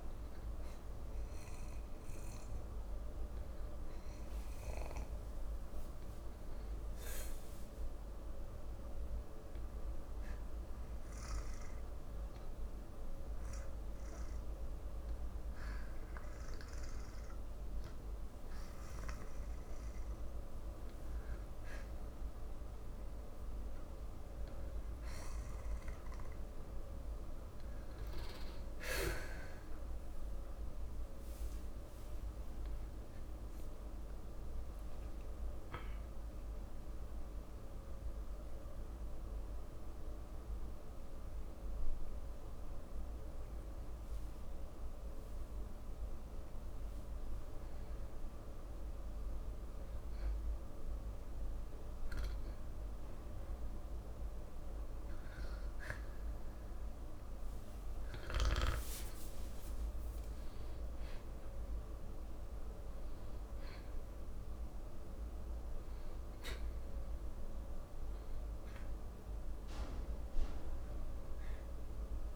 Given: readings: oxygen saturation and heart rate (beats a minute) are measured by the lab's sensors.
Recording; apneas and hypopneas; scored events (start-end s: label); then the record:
breathing in sleep, hard to hear, by a room microphone; 2
10.00-22.50 s: hypopnea (oxygen 94% before, 90% lowest, heart rate 81 before, 47 extreme, up 54 after)
25.50-29.00 s: arousal
34.50-48.50 s: hypopnea (oxygen 94% before, 90% lowest, heart rate 80 before, 55 extreme, up 5 after)
56.50-72.36 s: oxygen desaturation (device-marked, oxygen 96% before, 90% lowest, heart rate 55 before, 50 extreme)
60.50-63.50 s: arousal
From the record:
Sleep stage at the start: N2 (light sleep); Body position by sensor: on the back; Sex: male